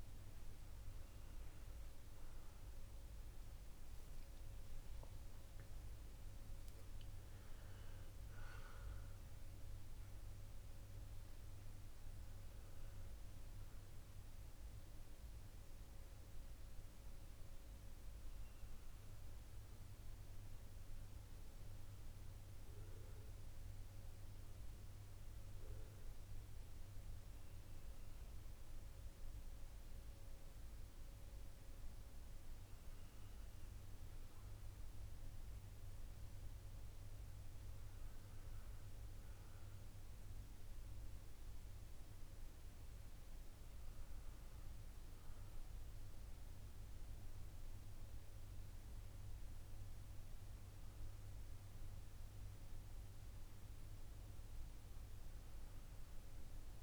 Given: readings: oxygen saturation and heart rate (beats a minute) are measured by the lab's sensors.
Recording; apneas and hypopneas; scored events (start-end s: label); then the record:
a person awake in a sleep study, hard to hear, by a room microphone; none
none scored
From the record:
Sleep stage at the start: awake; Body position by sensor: on the back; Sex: male